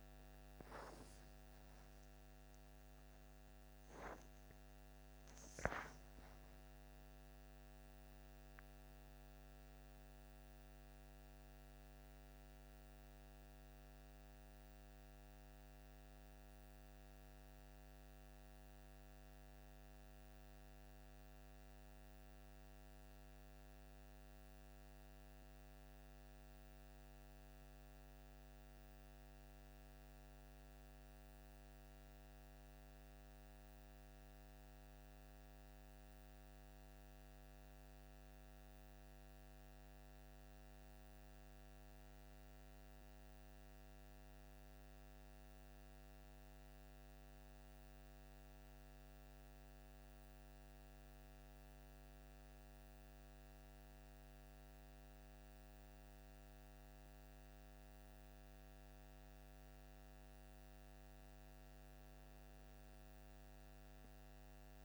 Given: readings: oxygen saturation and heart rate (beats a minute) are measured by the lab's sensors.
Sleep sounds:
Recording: breathing in sleep, hard to hear, by a microphone on the trachea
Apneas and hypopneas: 1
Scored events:
25.50-52.50 s: hypopnea (oxygen 97% before, 94% lowest, heart rate 58 before, 54 extreme, up 2 after)
54.00-58.00 s: arousal
From the record:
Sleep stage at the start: REM sleep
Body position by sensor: on the left side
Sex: male

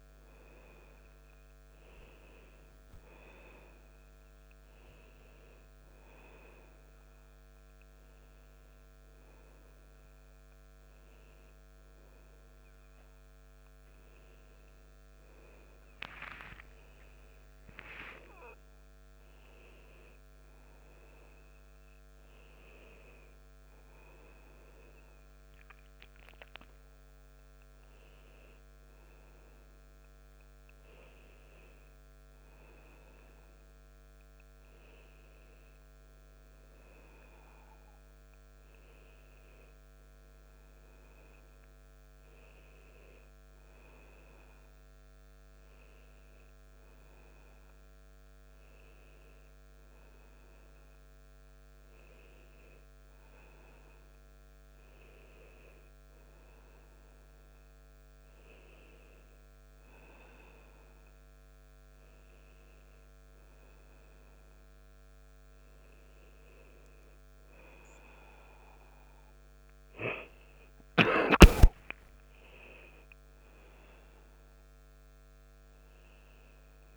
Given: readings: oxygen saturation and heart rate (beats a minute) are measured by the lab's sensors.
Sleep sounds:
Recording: a person awake in a sleep study, by a microphone on the trachea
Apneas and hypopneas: none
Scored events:
none scored
From the record:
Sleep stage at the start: awake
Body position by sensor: on the back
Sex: male

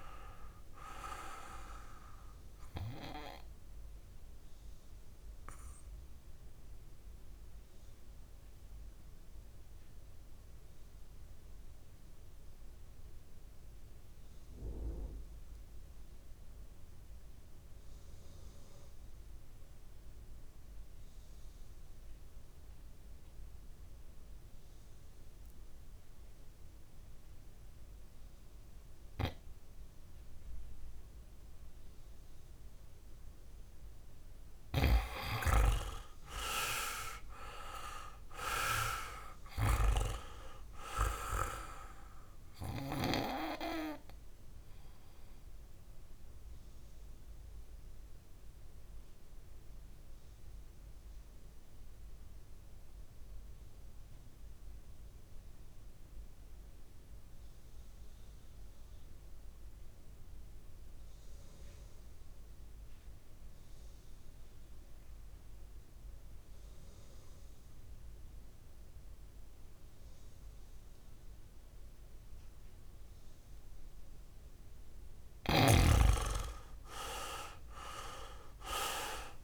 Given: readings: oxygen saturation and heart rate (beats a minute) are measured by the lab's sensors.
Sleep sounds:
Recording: breathing in sleep by a room microphone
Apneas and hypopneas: 2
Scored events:
0.00-17.50 s: oxygen desaturation (device-marked, oxygen 89% lowest, heart rate 58 extreme)
3.50-33.00 s: obstructive apnea (oxygen 99% before, 89% lowest, heart rate 63 before, 56 extreme, up 10 after)
29.50-58.50 s: oxygen desaturation (device-marked, oxygen 99% before, 89% lowest, heart rate 60 before, 56 extreme)
35.50-38.50 s: arousal
45.50-74.00 s: obstructive apnea (oxygen 100% before, 88% lowest, heart rate 65 before, 56 extreme, up 8 after)
72.50-79.44 s: oxygen desaturation (device-marked, oxygen 99% before, 88% lowest, heart rate 59 before, 56 extreme)
78.00-79.44 s: arousal
From the record:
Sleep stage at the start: N2 (light sleep)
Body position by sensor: on the back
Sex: male

